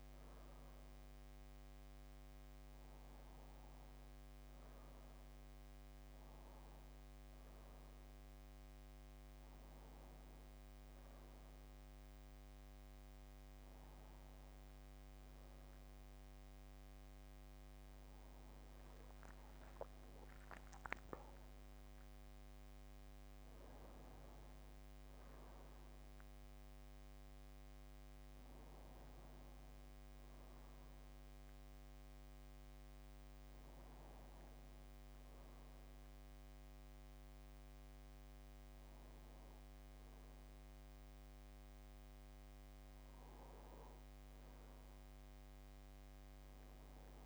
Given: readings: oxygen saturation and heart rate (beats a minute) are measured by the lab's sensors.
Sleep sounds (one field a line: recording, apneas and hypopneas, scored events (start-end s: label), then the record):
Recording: breathing in sleep, hard to hear, by a microphone on the trachea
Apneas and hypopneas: none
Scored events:
none scored
From the record:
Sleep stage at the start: N2 (light sleep)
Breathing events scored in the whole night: 217 in 6.2 hours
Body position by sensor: on the back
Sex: male